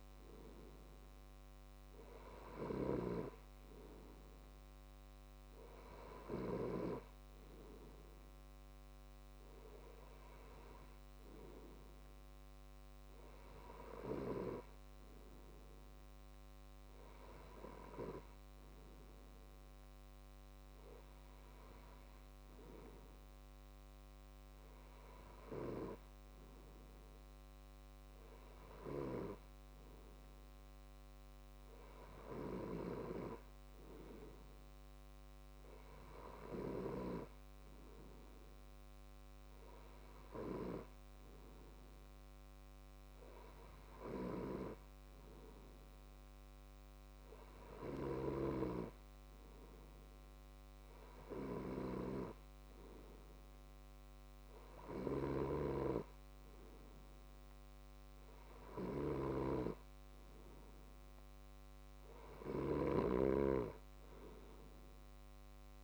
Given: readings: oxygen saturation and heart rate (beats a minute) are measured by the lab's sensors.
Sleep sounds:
breathing in sleep by a microphone on the trachea; none
58.50-65.84 s: snoring (device-marked)
From the record:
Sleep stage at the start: N2 (light sleep); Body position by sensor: on the left side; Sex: male

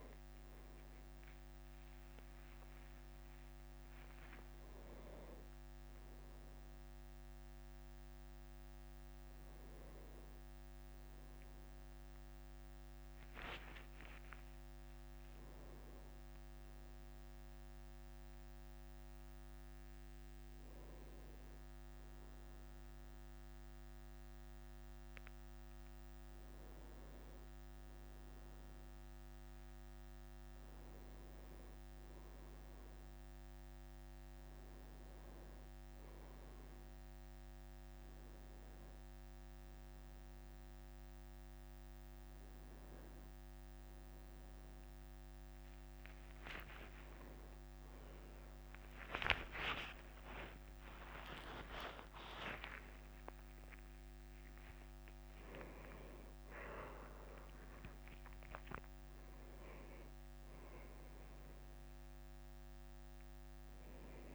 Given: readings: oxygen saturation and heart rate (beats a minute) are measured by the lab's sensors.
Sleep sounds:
a person awake in a sleep study, by a microphone on the trachea; none
46.50-48.50 s: leg movement (device-marked)
48.50-56.00 s: leg movement (device-marked)
From the record:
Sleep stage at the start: awake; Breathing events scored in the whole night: 223 in 6.4 hours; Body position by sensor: on the right side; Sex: male

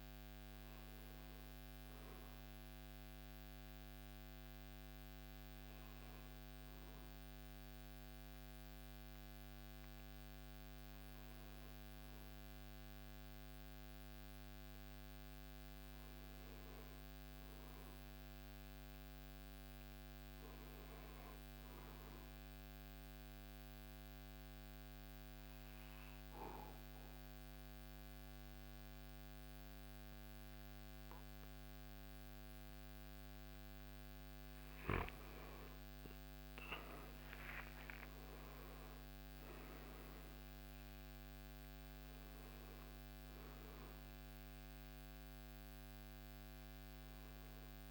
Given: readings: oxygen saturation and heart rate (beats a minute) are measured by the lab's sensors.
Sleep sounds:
breathing in sleep, hard to hear, by a microphone on the trachea; 1
0.00-1.50 s: drop in pulse transit time (device-marked, heart rate 75 extreme)
0.00-10.50 s: oxygen desaturation (device-marked, oxygen 91% lowest, heart rate 71 extreme)
22.50-34.00 s: central apnea (oxygen 97% before, 89% lowest, heart rate 76 before, 71 extreme, up 6 after)
36.50-40.00 s: arousal
39.50-47.90 s: drop in pulse transit time (device-marked, heart rate 73 before, 74 extreme)
45.50-47.90 s: oxygen desaturation (device-marked, oxygen 95% before, 89% lowest, heart rate 74 before, 70 extreme)
46.50-47.90 s: new sleep stage, N2 (light sleep)
From the record:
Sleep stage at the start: N1 (lightest sleep); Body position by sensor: on the back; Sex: male

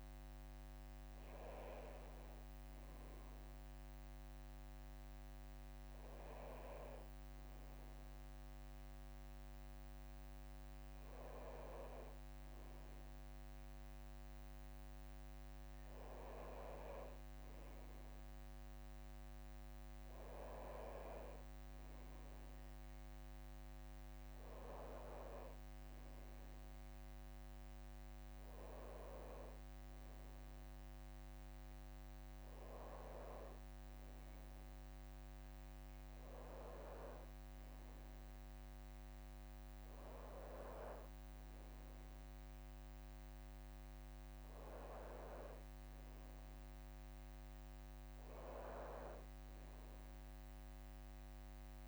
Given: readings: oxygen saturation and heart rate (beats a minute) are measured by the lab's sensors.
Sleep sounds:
breathing in sleep by a microphone on the trachea; none
none scored
From the record:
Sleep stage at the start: N1 (lightest sleep); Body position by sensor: on the back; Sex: male

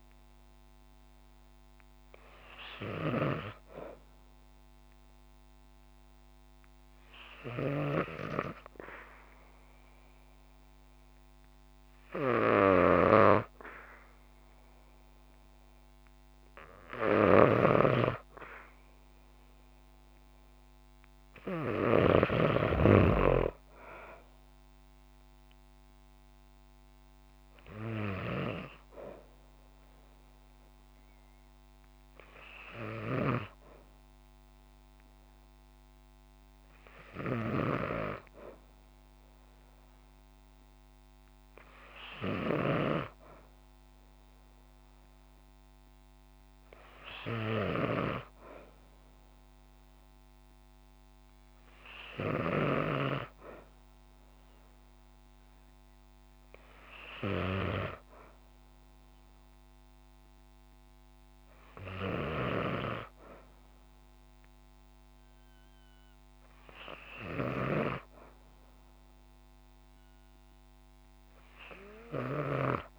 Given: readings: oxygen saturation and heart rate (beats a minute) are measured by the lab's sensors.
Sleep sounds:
breathing in sleep by a microphone on the trachea; 1
3.00-16.00 s: hypopnea (oxygen 95% before, 94% lowest, heart rate 63 before, 62 extreme, up 2 after)
7.00-21.50 s: snoring (device-marked)
19.00-23.00 s: arousal
71.50-72.99 s: snoring (device-marked)
From the record:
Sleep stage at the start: N2 (light sleep); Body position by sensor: on the back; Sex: female

